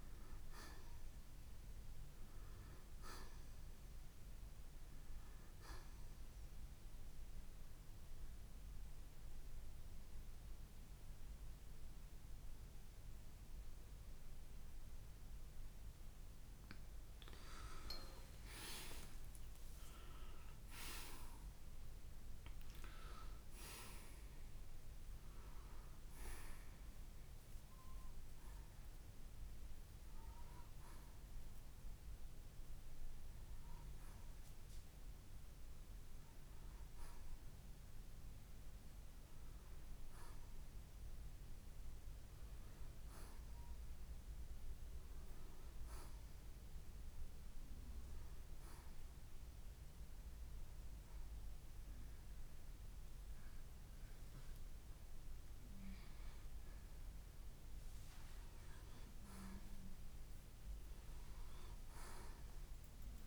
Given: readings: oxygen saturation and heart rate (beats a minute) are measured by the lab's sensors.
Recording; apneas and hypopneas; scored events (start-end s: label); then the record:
breathing in sleep by a room microphone; 1
0.00-18.00 s: oxygen desaturation (device-marked, oxygen 85% lowest, heart rate 56 extreme)
6.00-17.00 s: central apnea (oxygen 93% before, 84% lowest, heart rate 66 before, 56 extreme, up 10 after)
19.00-23.00 s: arousal
32.00-47.00 s: oxygen desaturation (device-marked, oxygen 94% before, 84% lowest, heart rate 63 before, 56 extreme)
From the record:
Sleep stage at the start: N2 (light sleep); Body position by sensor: on the right side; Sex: male